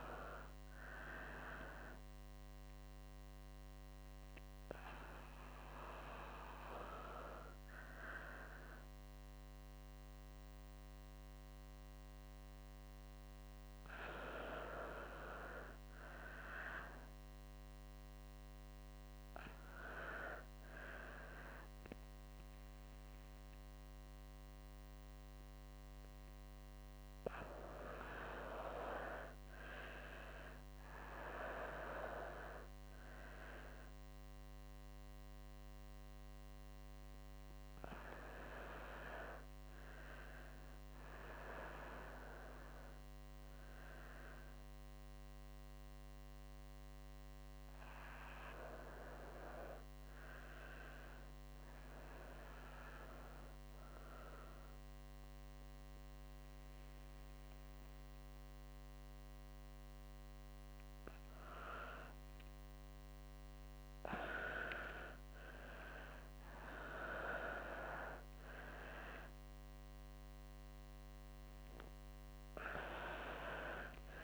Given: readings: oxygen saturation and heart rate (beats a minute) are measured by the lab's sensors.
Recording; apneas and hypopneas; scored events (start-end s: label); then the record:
a person awake in a sleep study, by a microphone on the trachea; none
none scored
From the record:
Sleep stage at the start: awake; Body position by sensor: on the right side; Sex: female